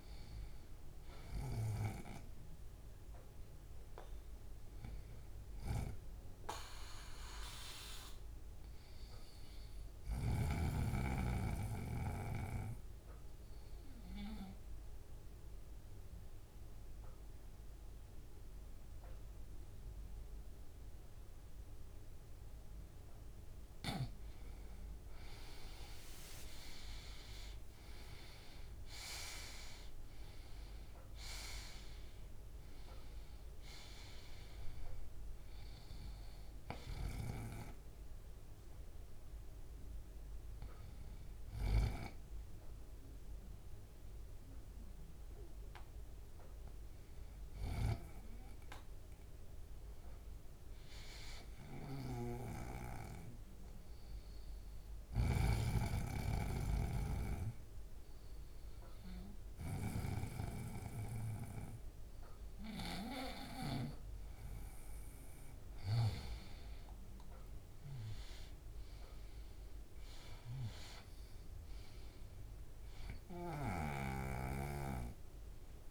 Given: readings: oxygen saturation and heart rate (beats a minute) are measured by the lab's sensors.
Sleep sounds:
breathing in sleep by a room microphone; 2
5.00-8.50 s: arousal
10.50-23.00 s: obstructive apnea (oxygen 97% before, 91% lowest, heart rate 172 before, 96 extreme, up 20 after)
27.00-30.50 s: arousal
32.00-58.00 s: oxygen desaturation (device-marked, oxygen 96% before, 91% lowest, heart rate 184 before, 71 extreme)
54.50-65.50 s: obstructive apnea (oxygen 96% before, 92% lowest, heart rate 138 before, 71 extreme, up 4 after)
66.50-70.00 s: arousal
From the record:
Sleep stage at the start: N2 (light sleep); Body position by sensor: on the right side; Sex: male

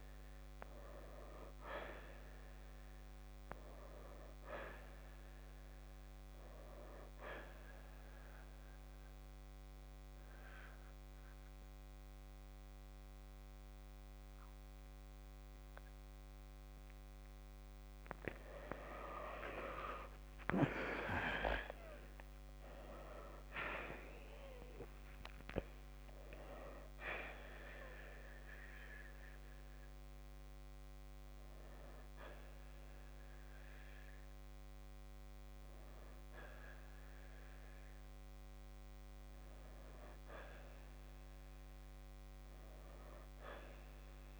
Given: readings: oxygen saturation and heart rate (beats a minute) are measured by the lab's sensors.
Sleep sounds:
breathing in sleep by a microphone on the trachea; none
0.00-8.00 s: oxygen desaturation (device-marked, oxygen 86% lowest, heart rate 57 extreme)
20.50-24.50 s: arousal
38.00-44.40 s: oxygen desaturation (device-marked, oxygen 92% before, 86% lowest, heart rate 67 before, 62 extreme)
42.00-44.40 s: arousal
From the record:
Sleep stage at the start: N2 (light sleep); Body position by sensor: on the right side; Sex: male

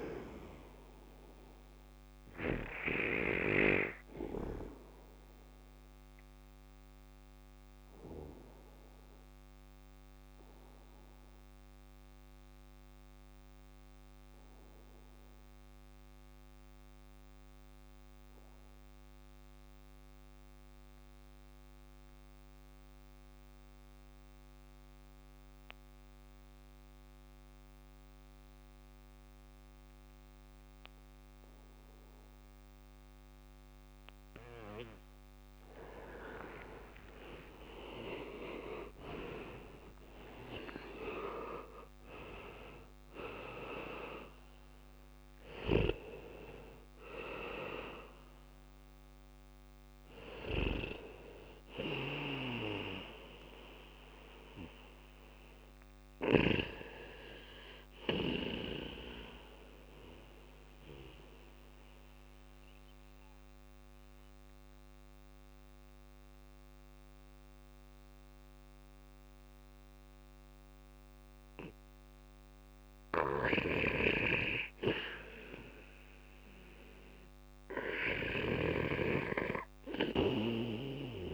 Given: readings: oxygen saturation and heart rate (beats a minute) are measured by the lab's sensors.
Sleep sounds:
breathing in sleep by a microphone on the trachea; 2
0.00-2.50 s: arousal
6.50-29.50 s: bradycardia (device-marked, heart rate 62 before, 54 extreme)
6.50-32.50 s: obstructive apnea (oxygen 98% before, 87% lowest, heart rate 62 before, 54 extreme, up 15 after)
14.50-24.50 s: drop in pulse transit time (device-marked, heart rate 61 before, 54 extreme)
33.50-47.50 s: oxygen desaturation (device-marked, oxygen 100% before, 90% lowest, heart rate 56 before, 61 extreme)
35.50-40.00 s: arousal
36.50-50.50 s: drop in pulse transit time (device-marked, heart rate 57 before, 65 extreme)
49.50-61.50 s: oxygen desaturation (device-marked, oxygen 95% before, 87% lowest, heart rate 67 before, 58 extreme)
59.00-73.50 s: mixed apnea (oxygen 100% before, 89% lowest, heart rate 69 before, 56 extreme, up 0 after)
72.50-78.50 s: bradycardia (device-marked, heart rate 62 before, 58 extreme)
76.50-80.50 s: arousal
From the record:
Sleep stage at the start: REM sleep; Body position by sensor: on the back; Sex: male

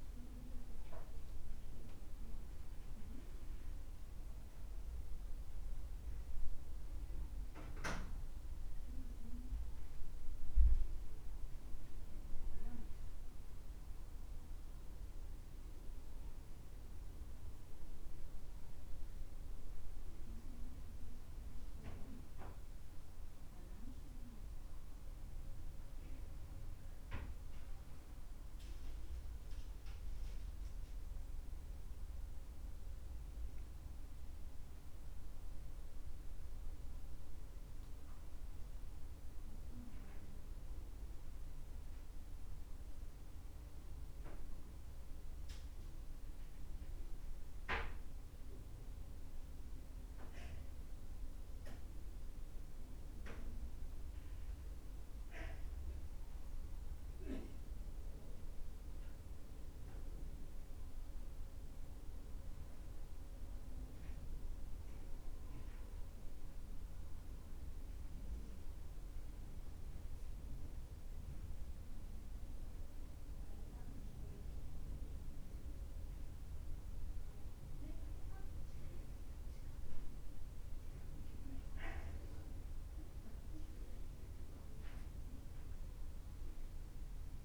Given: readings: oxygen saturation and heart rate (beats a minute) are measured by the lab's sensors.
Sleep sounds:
breathing in sleep by a room microphone; 1
3.00-27.00 s: oxygen desaturation (device-marked, oxygen 94% before, 85% lowest, heart rate 75 before, 66 extreme)
62.50-67.00 s: arousal
69.00-79.50 s: hypopnea (oxygen 98% before, 90% lowest, heart rate 71 before, 68 extreme, up 6 after)
81.50-86.00 s: arousal
From the record:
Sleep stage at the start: N2 (light sleep); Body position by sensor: on the back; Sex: male

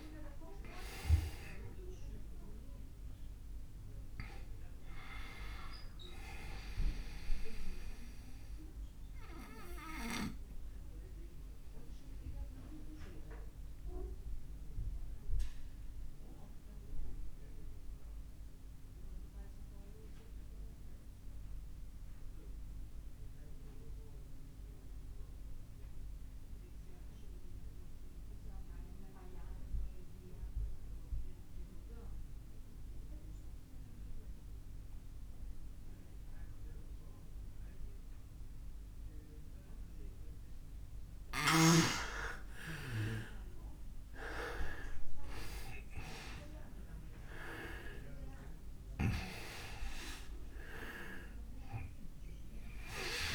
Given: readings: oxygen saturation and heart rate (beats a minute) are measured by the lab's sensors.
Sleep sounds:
breathing in sleep by a room microphone; 1
0.00-26.50 s: oxygen desaturation (device-marked, oxygen 82% lowest)
7.50-40.00 s: obstructive apnea (oxygen 99% before, 82% lowest)
43.00-48.00 s: arousal
44.50-53.35 s: oxygen desaturation (device-marked, oxygen 98% before, 87% lowest)
From the record:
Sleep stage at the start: N2 (light sleep); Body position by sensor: on the back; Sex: male

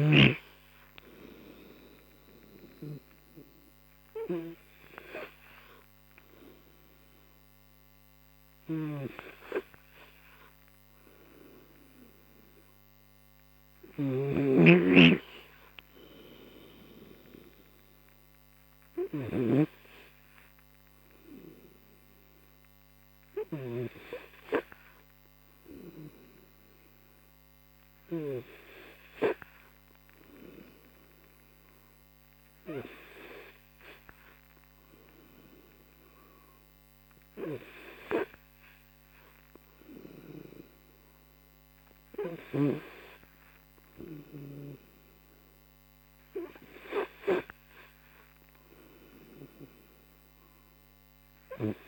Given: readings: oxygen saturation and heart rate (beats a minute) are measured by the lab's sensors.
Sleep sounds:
breathing in sleep by a microphone on the trachea; none
none scored
From the record:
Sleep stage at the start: N3 (deep sleep); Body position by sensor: on the right side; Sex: male

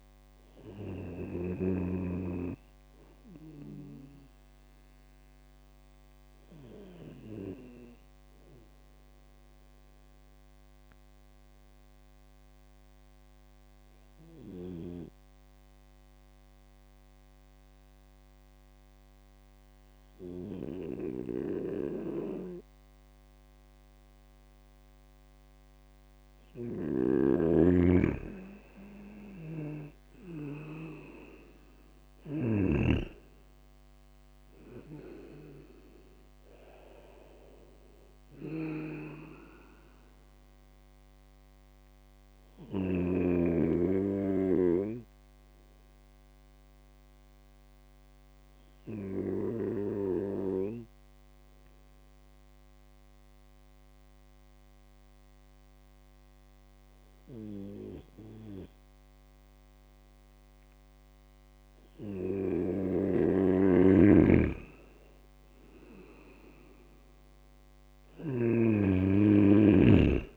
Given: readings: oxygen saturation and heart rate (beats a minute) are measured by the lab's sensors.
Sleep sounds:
breathing in sleep by a microphone on the trachea; 2
0.00-2.00 s: oxygen desaturation (device-marked, oxygen 96% lowest, heart rate 60 extreme)
0.00-2.00 s: snoring (device-marked)
6.50-26.00 s: obstructive apnea (oxygen 99% before, 96% lowest, heart rate 65 before, 63 extreme, up 5 after)
27.00-32.50 s: snoring (device-marked)
29.00-34.00 s: arousal
38.50-43.50 s: snoring (device-marked)
43.50-62.00 s: obstructive apnea (oxygen 99% before, 96% lowest, heart rate 67 before, 59 extreme, up 12 after)
62.50-68.50 s: snoring (device-marked)
65.00-69.00 s: arousal
From the record:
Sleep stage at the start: N2 (light sleep); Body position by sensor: on the right side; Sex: male

